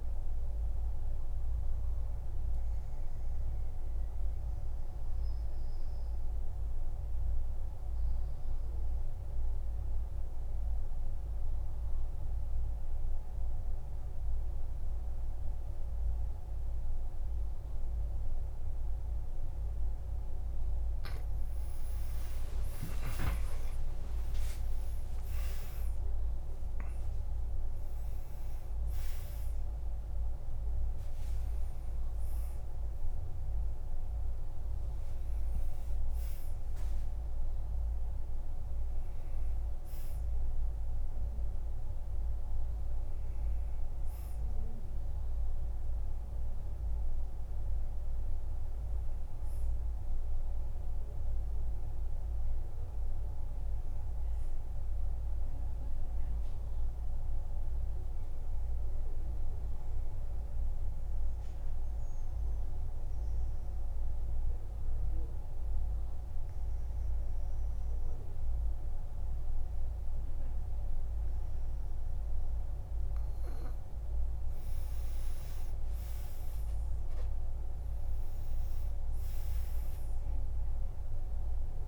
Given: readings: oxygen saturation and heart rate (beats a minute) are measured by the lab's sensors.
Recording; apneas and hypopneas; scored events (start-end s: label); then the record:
breathing in sleep, hard to hear, by a room microphone; 2
0.00-15.50 s: oxygen desaturation (device-marked, oxygen 95% lowest, heart rate 50 extreme)
3.00-20.50 s: obstructive apnea (oxygen 100% before, 92% lowest, heart rate 60 before, 50 extreme, up 49 after)
22.00-24.00 s: long interval between heartbeats (device-marked, heart rate 52 before, 66 extreme)
22.50-27.00 s: arousal
24.50-26.50 s: long interval between heartbeats (device-marked, heart rate 55 before, 91 extreme)
24.50-50.50 s: oxygen desaturation (device-marked, oxygen 98% before, 92% lowest, heart rate 55 before, 52 extreme)
50.00-53.50 s: arousal
56.00-73.00 s: mixed apnea (oxygen 99% before, 90% lowest, heart rate 59 before, 52 extreme, up 15 after)
67.50-81.88 s: oxygen desaturation (device-marked, oxygen 99% before, 90% lowest, heart rate 54 before, 50 extreme)
76.00-80.50 s: arousal
From the record:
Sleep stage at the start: N2 (light sleep); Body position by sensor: on the back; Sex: male